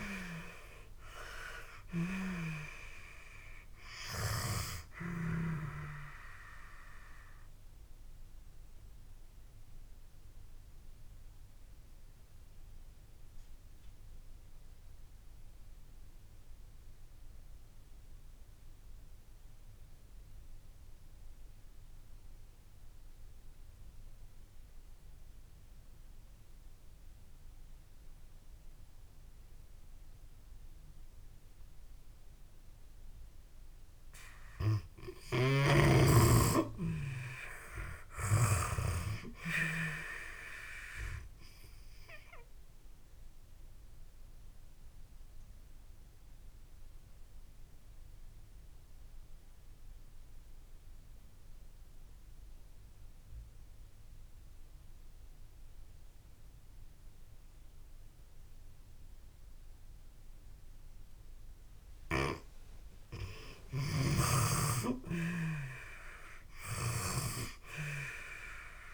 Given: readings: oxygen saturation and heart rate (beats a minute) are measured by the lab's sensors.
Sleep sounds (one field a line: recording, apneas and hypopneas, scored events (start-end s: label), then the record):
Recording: breathing in sleep by a room microphone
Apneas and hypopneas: 2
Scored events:
0.00-30.00 s: oxygen desaturation (device-marked, oxygen 76% lowest)
6.00-34.50 s: obstructive apnea (oxygen 97% before, 76% lowest)
35.00-38.50 s: snoring (device-marked)
36.50-40.00 s: arousal
42.50-61.50 s: obstructive apnea (oxygen 98% before, 82% lowest)
45.00-68.94 s: oxygen desaturation (device-marked, oxygen 96% before, 82% lowest)
62.50-65.50 s: arousal
63.50-68.94 s: snoring (device-marked)
From the record:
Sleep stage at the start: N2 (light sleep)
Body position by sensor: on the back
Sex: female